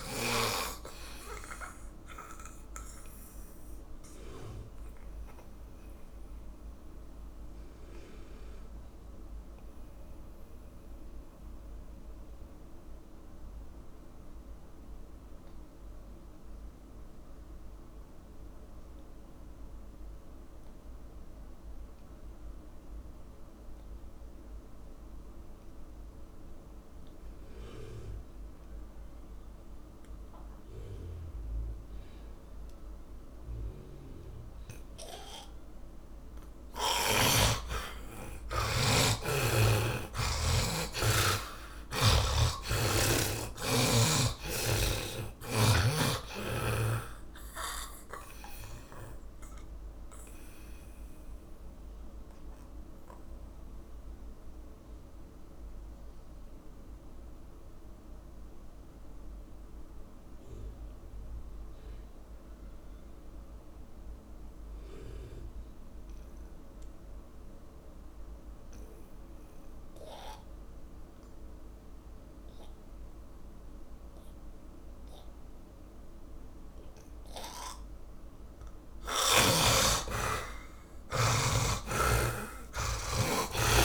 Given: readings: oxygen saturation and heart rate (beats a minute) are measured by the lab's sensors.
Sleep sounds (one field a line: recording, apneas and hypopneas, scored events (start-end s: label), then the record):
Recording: breathing in sleep by a room microphone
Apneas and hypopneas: 2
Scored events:
0.00-19.50 s: oxygen desaturation (device-marked, oxygen 78% lowest)
5.00-36.50 s: mixed apnea (oxygen 100% before, 77% lowest)
26.50-67.50 s: oxygen desaturation (device-marked, oxygen 100% before, 77% lowest)
38.50-43.00 s: arousal
50.50-79.50 s: mixed apnea (oxygen 100% before, 77% lowest)
60.50-63.50 s: tachycardia (device-marked, heart rate 36 before, 86 extreme)
73.50-83.85 s: oxygen desaturation (device-marked, oxygen 100% before, 77% lowest)
82.50-83.85 s: arousal
From the record:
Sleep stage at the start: N2 (light sleep)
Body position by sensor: on the back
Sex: male